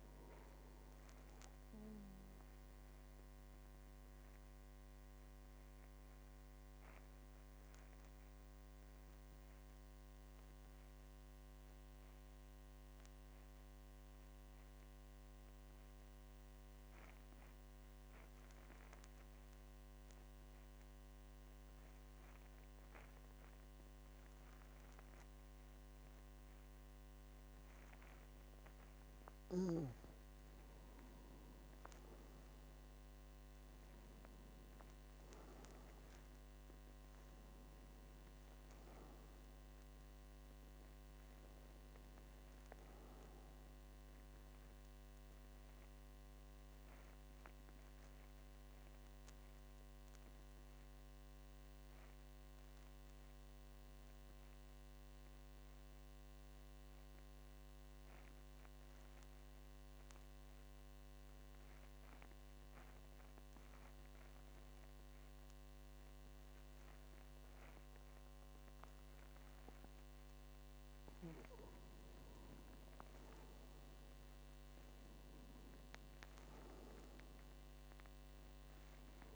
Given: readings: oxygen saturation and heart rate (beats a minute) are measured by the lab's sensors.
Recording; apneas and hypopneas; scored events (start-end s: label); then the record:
breathing in sleep, hard to hear, by a microphone on the trachea; 2
0.00-11.50 s: oxygen desaturation (device-marked, oxygen 89% lowest, heart rate 45 extreme)
2.00-27.50 s: obstructive apnea (oxygen 99% before, 89% lowest, heart rate 56 before, 45 extreme, up 10 after)
25.50-52.50 s: oxygen desaturation (device-marked, oxygen 99% before, 90% lowest, heart rate 48 before, 48 extreme)
31.00-34.50 s: arousal
45.50-70.00 s: obstructive apnea (oxygen 99% before, 90% lowest, heart rate 56 before, 45 extreme, up 8 after)
70.50-79.36 s: oxygen desaturation (device-marked, oxygen 99% before, 90% lowest, heart rate 49 before, 45 extreme)
72.50-76.50 s: arousal
From the record:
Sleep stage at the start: N2 (light sleep); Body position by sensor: on the back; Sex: male